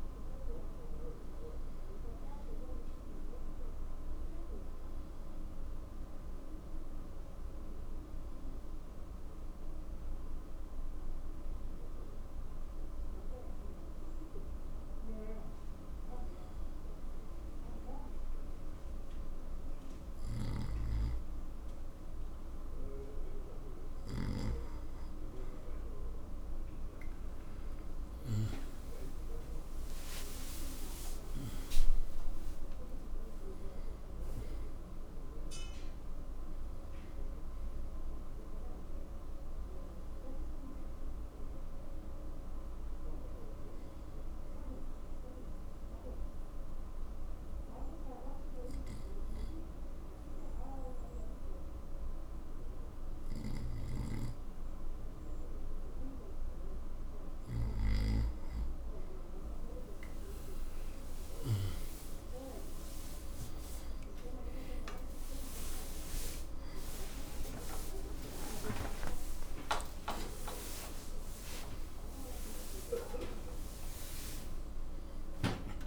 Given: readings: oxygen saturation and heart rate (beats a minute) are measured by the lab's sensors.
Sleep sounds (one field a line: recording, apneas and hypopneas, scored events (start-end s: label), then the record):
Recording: breathing in sleep by a room microphone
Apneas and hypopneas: 2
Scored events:
0.00-22.50 s: oxygen desaturation (device-marked, oxygen 87% lowest, heart rate 66 extreme)
4.50-24.00 s: obstructive apnea (oxygen 94% before, 87% lowest, heart rate 78 before, 64 extreme, up 21 after)
28.50-34.50 s: arousal
37.50-54.50 s: oxygen desaturation (device-marked, oxygen 95% before, 91% lowest, heart rate 78 before, 64 extreme)
42.00-57.50 s: obstructive apnea (oxygen 95% before, 91% lowest, heart rate 79 before, 64 extreme, up 21 after)
58.50-75.86 s: new sleep stage, awake
From the record:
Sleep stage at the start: N2 (light sleep)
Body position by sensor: on the right side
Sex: male